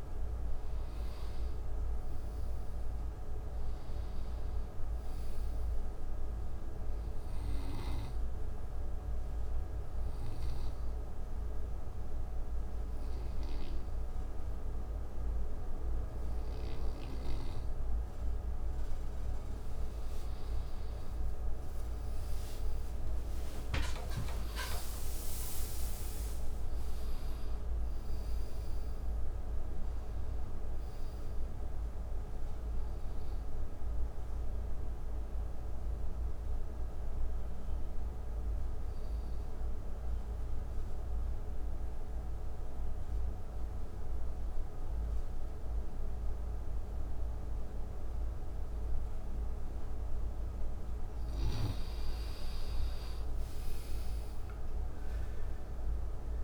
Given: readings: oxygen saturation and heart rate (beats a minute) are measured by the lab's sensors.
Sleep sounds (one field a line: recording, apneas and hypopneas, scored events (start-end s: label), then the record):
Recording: breathing in sleep, hard to hear, by a room microphone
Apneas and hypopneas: 2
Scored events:
0.00-15.00 s: oxygen desaturation (device-marked, oxygen 91% lowest, heart rate 65 extreme)
9.00-20.00 s: obstructive apnea (oxygen 98% before, 84% lowest, heart rate 67 before, 63 extreme, up 46 after)
22.50-28.00 s: arousal
26.00-42.00 s: oxygen desaturation (device-marked, oxygen 93% before, 90% lowest, heart rate 74 before, 63 extreme)
35.50-50.50 s: obstructive apnea (oxygen 93% before, 81% lowest, heart rate 84 before, 61 extreme, up 12 after)
49.00-56.44 s: oxygen desaturation (device-marked, oxygen 96% before, 84% lowest, heart rate 70 before, 61 extreme)
52.50-56.44 s: arousal
From the record:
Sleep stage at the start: N2 (light sleep)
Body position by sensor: on the back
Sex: male